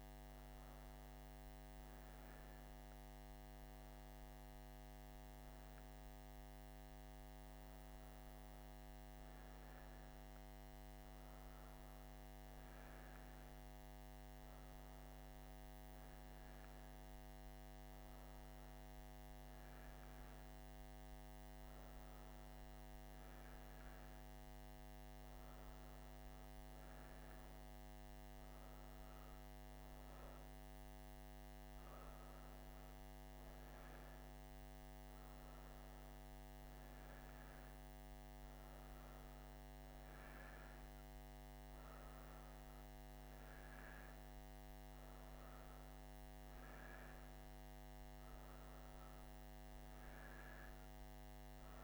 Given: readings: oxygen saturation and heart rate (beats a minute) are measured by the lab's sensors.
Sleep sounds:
breathing in sleep, hard to hear, by a microphone on the trachea; none
none scored
From the record:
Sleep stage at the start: N1 (lightest sleep); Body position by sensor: on the right side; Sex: female

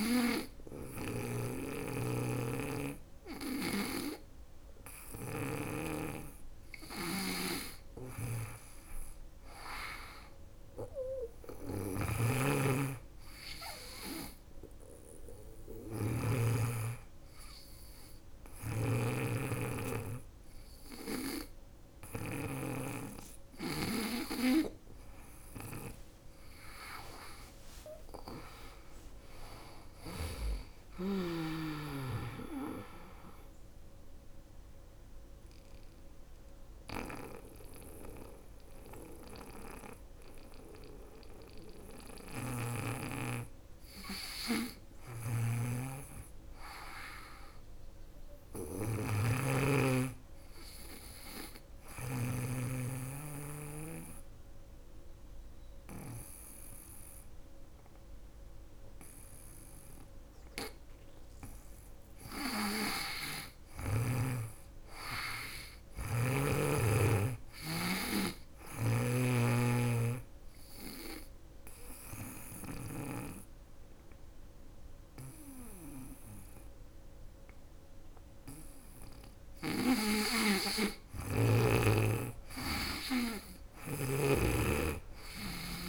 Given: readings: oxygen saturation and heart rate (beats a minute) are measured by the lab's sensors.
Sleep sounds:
breathing in sleep by a room microphone; 4
2.50-15.50 s: snoring (device-marked)
12.50-23.50 s: hypopnea (oxygen 99% before, 95% lowest, heart rate 76 before, 64 extreme, up 9 after)
17.50-21.50 s: snoring (device-marked)
25.00-28.50 s: arousal
30.00-51.50 s: snoring (device-marked)
32.50-43.50 s: central apnea (oxygen 98% before, 95% lowest, heart rate 77 before, 64 extreme, up 14 after)
45.50-48.50 s: arousal
51.00-61.50 s: obstructive apnea (oxygen 98% before, 94% lowest, heart rate 73 before, 68 extreme, up 12 after)
63.00-66.00 s: arousal
68.00-72.00 s: snoring (device-marked)
69.00-79.50 s: obstructive apnea (oxygen 99% before, 94% lowest, heart rate 74 before, 70 extreme, up 9 after)
69.00-80.00 s: oxygen desaturation (device-marked, oxygen 99% before, 95% lowest, heart rate 74 before, 70 extreme)
82.00-84.50 s: arousal
From the record:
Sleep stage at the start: N2 (light sleep); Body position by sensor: on the back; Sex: female

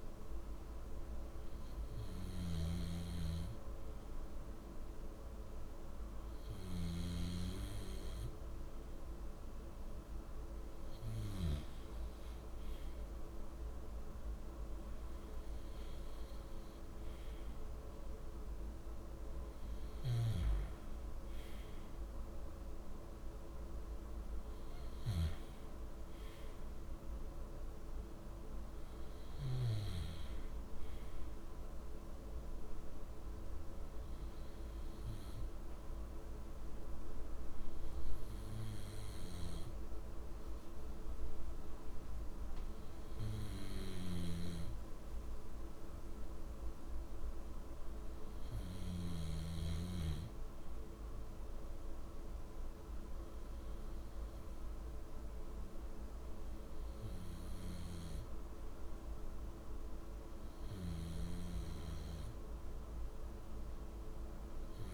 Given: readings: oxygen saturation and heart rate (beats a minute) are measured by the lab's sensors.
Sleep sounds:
breathing in sleep, hard to hear, by a room microphone; none
none scored
From the record:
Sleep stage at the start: REM sleep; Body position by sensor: on the back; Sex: male

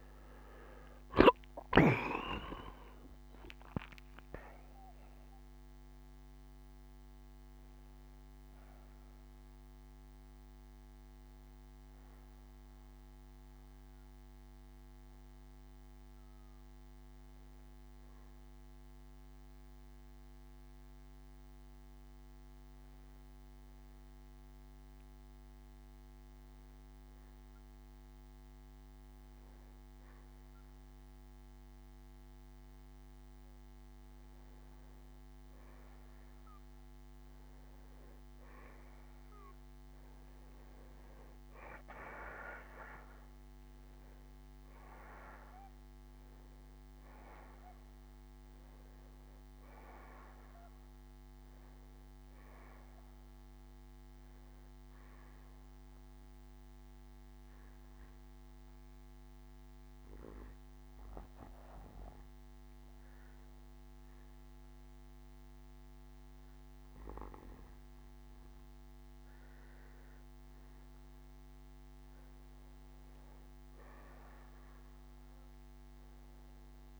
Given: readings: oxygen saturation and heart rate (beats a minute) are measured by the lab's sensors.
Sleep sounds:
breathing in sleep by a microphone on the trachea; 2
0.00-3.00 s: arousal
11.50-31.50 s: hypopnea (oxygen 96% before, 91% lowest, heart rate 70 before, 64 extreme, up 2 after)
31.00-50.00 s: oxygen desaturation (device-marked, oxygen 96% before, 93% lowest, heart rate 67 before, 63 extreme)
34.00-37.50 s: arousal
55.00-68.50 s: hypopnea (oxygen 96% before, 90% lowest, heart rate 68 before, 63 extreme, up 7 after)
71.50-74.50 s: arousal
75.00-77.00 s: oxygen desaturation (device-marked, oxygen 95% before, 91% lowest, heart rate 67 before, 64 extreme)
From the record:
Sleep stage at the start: N2 (light sleep); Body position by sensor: on the back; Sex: male

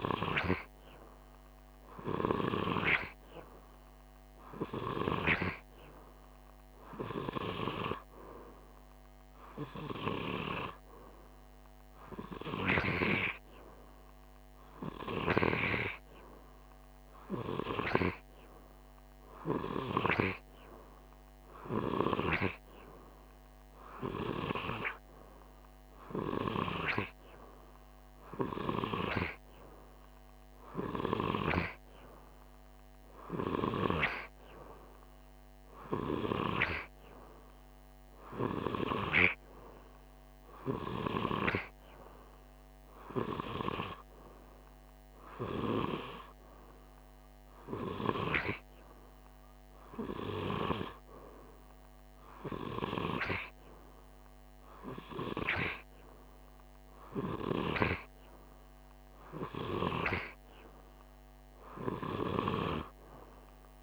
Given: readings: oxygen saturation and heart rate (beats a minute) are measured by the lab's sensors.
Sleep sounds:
breathing in sleep by a microphone on the trachea; none
none scored
From the record:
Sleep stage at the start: N2 (light sleep); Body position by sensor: on the right side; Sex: male

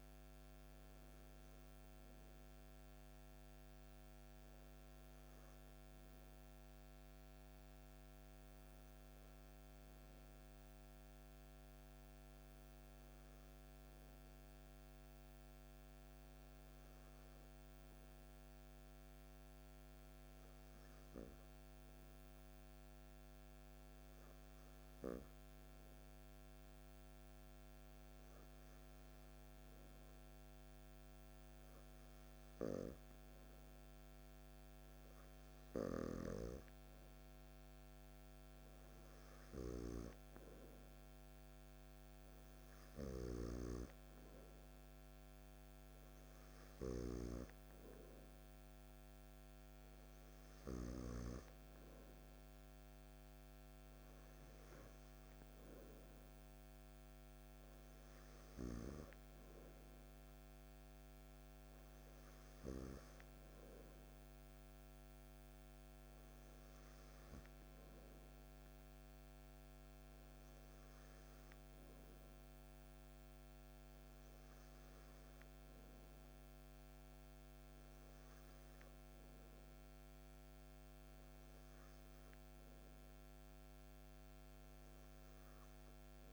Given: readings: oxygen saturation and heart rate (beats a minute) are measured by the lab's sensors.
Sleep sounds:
breathing in sleep by a microphone on the trachea; 1
6.50-33.50 s: hypopnea (oxygen 97% before, 94% lowest, heart rate 56 before, 53 extreme, up 4 after)
36.00-42.50 s: arousal
From the record:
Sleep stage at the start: N2 (light sleep); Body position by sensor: on the back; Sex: male

